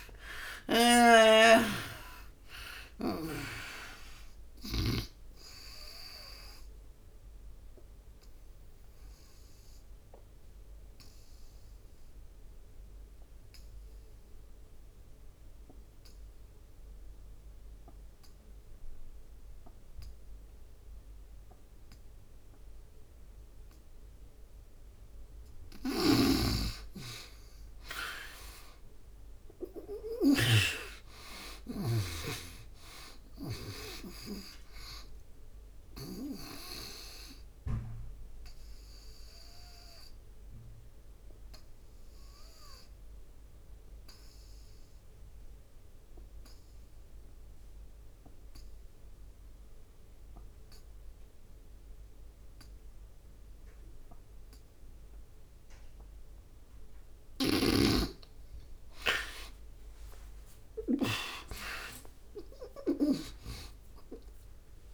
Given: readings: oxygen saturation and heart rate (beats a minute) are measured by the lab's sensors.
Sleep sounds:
breathing in sleep by a room microphone; 2
0.00-2.00 s: arousal
0.00-3.00 s: snoring (device-marked)
0.00-18.00 s: oxygen desaturation (device-marked, oxygen 78% lowest, heart rate 63 extreme)
8.00-24.50 s: obstructive apnea (oxygen 98% before, 78% lowest, heart rate 79 before, 63 extreme, up 30 after)
25.50-35.50 s: snoring (device-marked)
27.50-31.50 s: arousal
32.00-51.00 s: oxygen desaturation (device-marked, oxygen 96% before, 78% lowest, heart rate 71 before, 62 extreme)
37.00-57.00 s: obstructive apnea (oxygen 97% before, 78% lowest, heart rate 78 before, 62 extreme, up 25 after)
57.00-64.94 s: oxygen desaturation (device-marked, oxygen 98% before, 78% lowest, heart rate 72 before, 65 extreme)
57.00-64.94 s: snoring (device-marked)
60.00-64.94 s: arousal
From the record:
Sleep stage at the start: N2 (light sleep); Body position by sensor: on the back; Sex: female

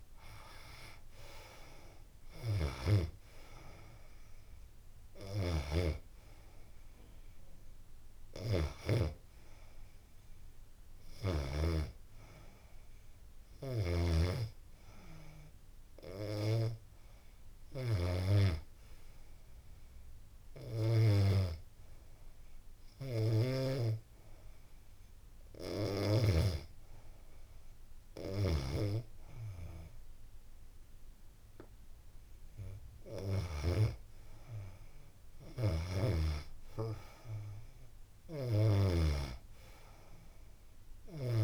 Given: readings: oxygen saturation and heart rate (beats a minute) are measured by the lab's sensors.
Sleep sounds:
breathing in sleep by a room microphone; none
0.00-15.00 s: oxygen desaturation (device-marked, oxygen 76% lowest, heart rate 78 extreme)
From the record:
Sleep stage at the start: N2 (light sleep); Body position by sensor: on the back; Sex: female

